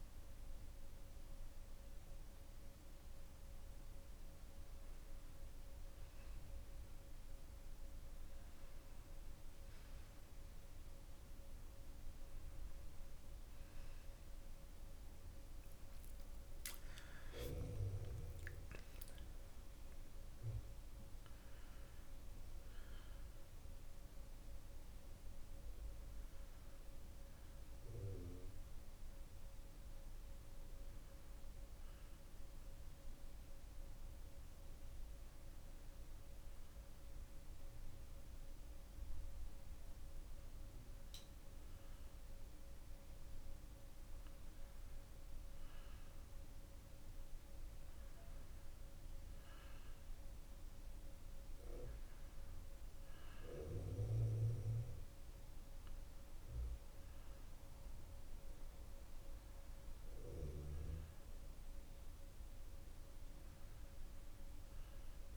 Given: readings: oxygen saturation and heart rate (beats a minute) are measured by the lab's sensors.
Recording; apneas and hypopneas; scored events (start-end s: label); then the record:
breathing in sleep by a room microphone; none
none scored
From the record:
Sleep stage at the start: N2 (light sleep); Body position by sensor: on the back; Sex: male